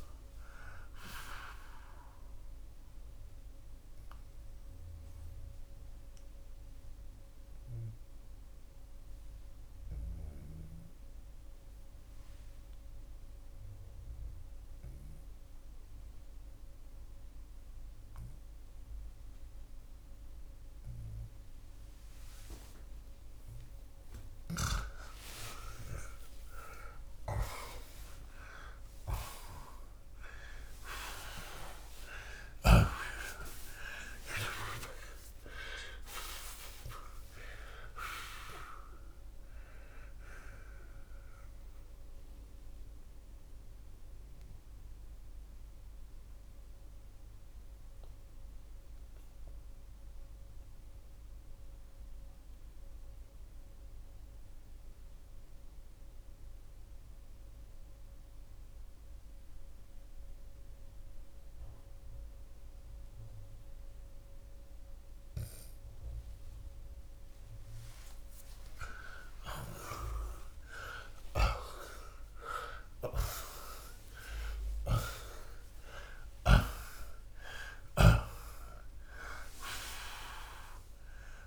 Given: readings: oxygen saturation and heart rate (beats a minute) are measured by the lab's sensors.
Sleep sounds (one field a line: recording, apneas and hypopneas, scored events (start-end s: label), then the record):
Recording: breathing in sleep by a room microphone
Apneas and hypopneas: 2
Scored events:
1.00-24.00 s: oxygen desaturation (device-marked, oxygen 92% before, 81% lowest, heart rate 77 before, 66 extreme)
2.00-22.50 s: obstructive apnea (oxygen 92% before, 81% lowest, heart rate 76 before, 66 extreme, up 43 after)
27.00-31.00 s: arousal
41.50-66.50 s: obstructive apnea (oxygen 89% before, 82% lowest, heart rate 107 before, 52 extreme)
53.00-68.00 s: oxygen desaturation (device-marked, oxygen 88% before, 82% lowest, heart rate 98 before, 52 extreme)
69.00-74.00 s: arousal
From the record:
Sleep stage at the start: N2 (light sleep)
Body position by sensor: on the back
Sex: male